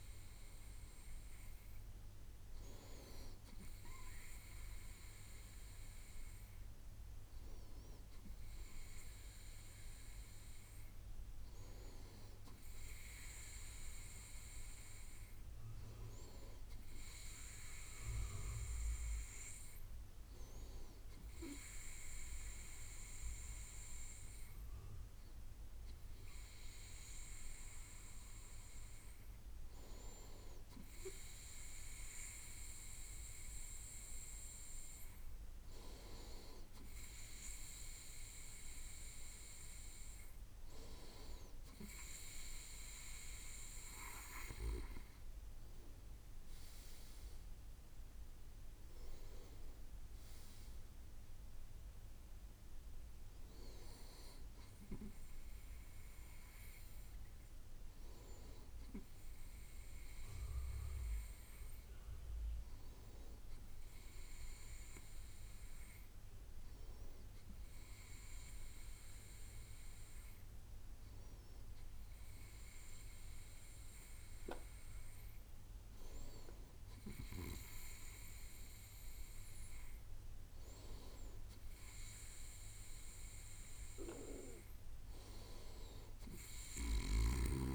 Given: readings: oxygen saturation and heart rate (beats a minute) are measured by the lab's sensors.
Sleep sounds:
breathing in sleep by a room microphone; none
none scored
From the record:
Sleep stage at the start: N2 (light sleep); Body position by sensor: on the right side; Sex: male

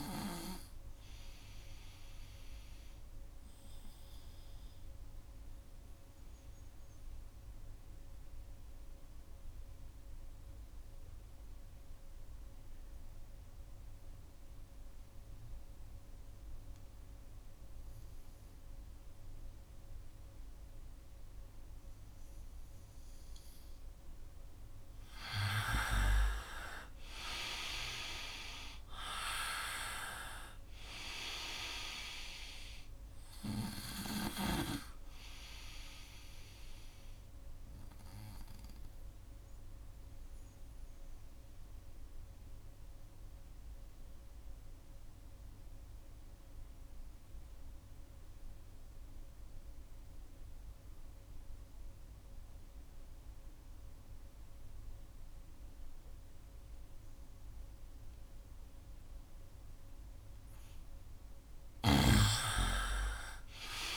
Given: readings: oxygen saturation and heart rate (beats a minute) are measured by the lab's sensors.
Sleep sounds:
breathing in sleep by a room microphone; 2
0.00-18.50 s: oxygen desaturation (device-marked, oxygen 87% lowest, heart rate 64 extreme)
1.00-22.50 s: obstructive apnea (oxygen 98% before, 87% lowest, heart rate 67 before, 64 extreme, up 2 after)
20.50-53.50 s: oxygen desaturation (device-marked, oxygen 98% before, 87% lowest, heart rate 67 before, 64 extreme)
25.00-29.50 s: arousal
37.00-59.50 s: obstructive apnea (oxygen 98% before, 84% lowest, heart rate 67 before, 64 extreme, up 2 after)
59.50-63.97 s: oxygen desaturation (device-marked, oxygen 98% before, 84% lowest, heart rate 67 before, 64 extreme)
62.00-63.97 s: arousal
From the record:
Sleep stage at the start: N2 (light sleep); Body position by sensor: on the right side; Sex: male

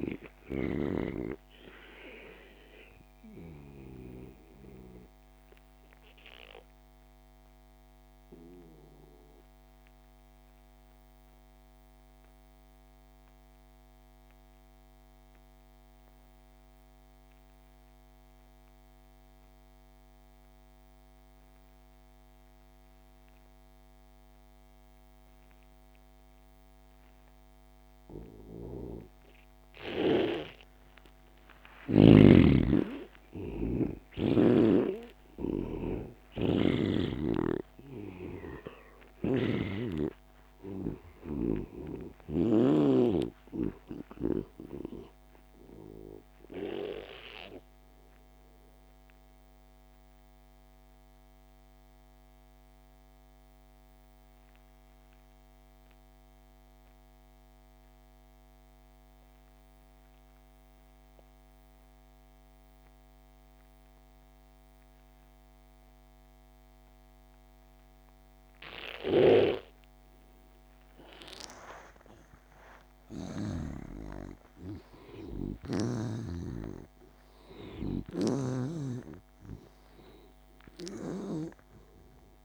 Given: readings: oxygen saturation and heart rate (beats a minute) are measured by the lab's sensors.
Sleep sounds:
breathing in sleep by a microphone on the trachea; 2
0.00-1.00 s: snoring (device-marked)
0.00-15.50 s: oxygen desaturation (device-marked, oxygen 84% lowest)
4.00-30.50 s: obstructive apnea (oxygen 98% before, 82% lowest)
29.50-58.50 s: oxygen desaturation (device-marked, oxygen 98% before, 83% lowest)
31.50-35.50 s: arousal
39.00-42.50 s: snoring (device-marked)
47.50-73.50 s: mixed apnea (oxygen 98% before, 82% lowest)
69.00-73.50 s: snoring (device-marked)
69.50-82.45 s: oxygen desaturation (device-marked, oxygen 98% before, 82% lowest)
76.00-81.00 s: arousal
78.00-81.50 s: snoring (device-marked)
From the record:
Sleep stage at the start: N2 (light sleep); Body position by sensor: on the back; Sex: male

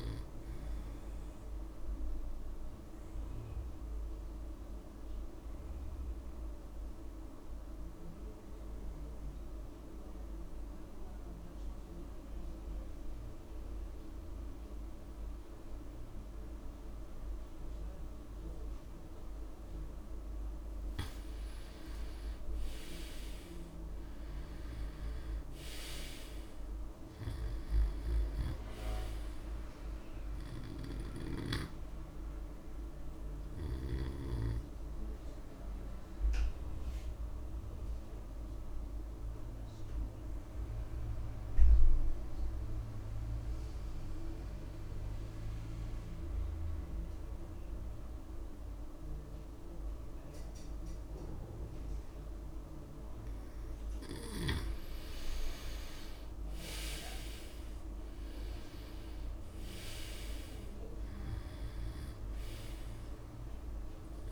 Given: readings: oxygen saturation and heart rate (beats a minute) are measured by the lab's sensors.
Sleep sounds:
breathing in sleep by a room microphone; 2
0.00-14.50 s: oxygen desaturation (device-marked, oxygen 89% lowest)
1.50-20.50 s: obstructive apnea (oxygen 98% before, 88% lowest)
21.00-23.00 s: long interval between heartbeats (device-marked, heart rate 117 before, 158 extreme)
22.00-25.50 s: arousal
30.50-45.50 s: oxygen desaturation (device-marked, oxygen 97% before, 90% lowest)
36.00-53.00 s: obstructive apnea (oxygen 98% before, 88% lowest)
55.00-58.00 s: arousal
55.50-64.32 s: oxygen desaturation (device-marked, oxygen 98% before, 88% lowest)
From the record:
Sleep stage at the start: N2 (light sleep); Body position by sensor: on the back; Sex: male

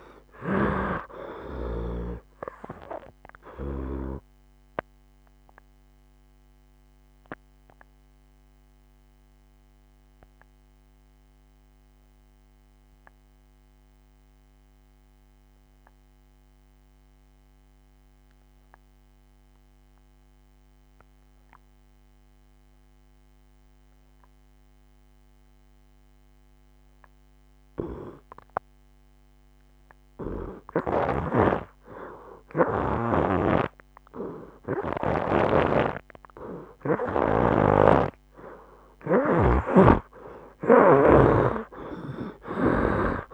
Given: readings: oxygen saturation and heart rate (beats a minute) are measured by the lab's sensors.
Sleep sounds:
breathing in sleep by a microphone on the trachea; 1
0.00-28.50 s: oxygen desaturation (device-marked, oxygen 86% lowest, heart rate 62 extreme)
5.50-36.00 s: obstructive apnea (oxygen 98% before, 81% lowest, heart rate 72 before, 62 extreme, up 15 after)
10.50-12.50 s: long interval between heartbeats (device-marked, heart rate 76 before, 83 extreme)
31.00-35.50 s: snoring (device-marked)
33.50-43.34 s: oxygen desaturation (device-marked, oxygen 97% before, 81% lowest, heart rate 66 before, 63 extreme)
37.50-43.34 s: snoring (device-marked)
From the record:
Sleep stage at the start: N2 (light sleep); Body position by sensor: on the right side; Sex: male

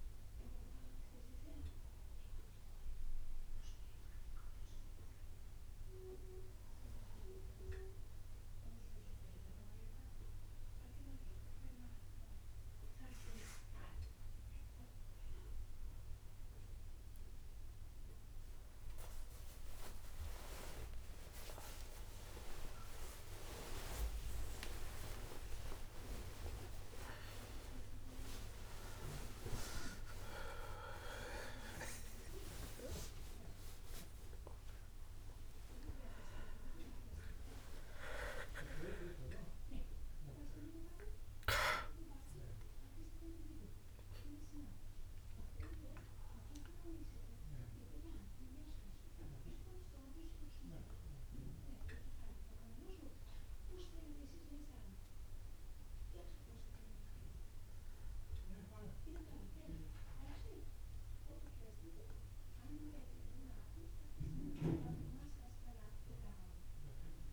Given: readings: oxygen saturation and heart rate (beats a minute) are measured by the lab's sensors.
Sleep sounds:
a person awake in a sleep study, by a room microphone; none
7.50-25.50 s: bradycardia (device-marked)
26.00-28.00 s: long interval between heartbeats (device-marked)
28.50-30.50 s: long interval between heartbeats (device-marked)
30.50-67.33 s: new sleep stage, awake
From the record:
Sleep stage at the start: N1 (lightest sleep); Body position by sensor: on the back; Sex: male

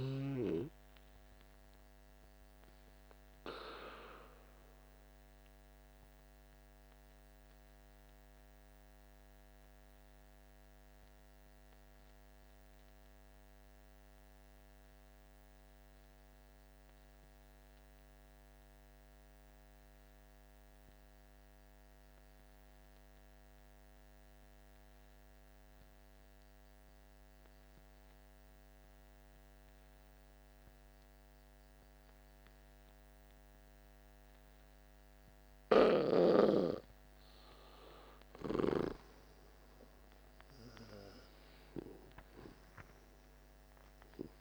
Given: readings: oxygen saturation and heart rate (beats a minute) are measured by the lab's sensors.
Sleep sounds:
breathing in sleep by a microphone on the trachea; 1
0.00-16.50 s: oxygen desaturation (device-marked, oxygen 86% lowest, heart rate 48 extreme)
1.50-35.50 s: obstructive apnea (oxygen 99% before, 86% lowest, heart rate 55 before, 48 extreme, up 11 after)
32.50-44.41 s: oxygen desaturation (device-marked, oxygen 99% before, 86% lowest, heart rate 49 before, 48 extreme)
37.50-41.00 s: arousal
From the record:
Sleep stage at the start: N2 (light sleep); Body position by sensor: on the back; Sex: male

